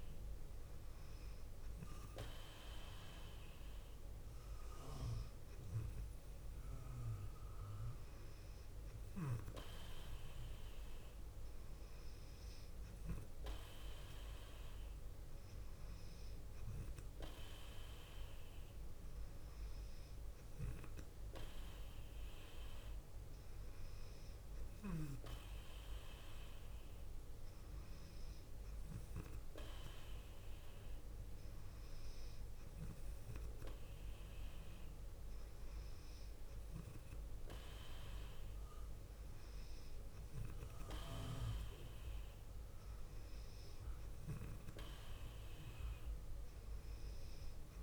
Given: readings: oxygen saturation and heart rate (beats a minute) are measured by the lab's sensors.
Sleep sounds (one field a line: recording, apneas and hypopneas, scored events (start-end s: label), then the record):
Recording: breathing in sleep by a room microphone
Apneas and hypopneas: none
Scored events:
none scored
From the record:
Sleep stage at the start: N2 (light sleep)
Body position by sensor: on the left side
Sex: female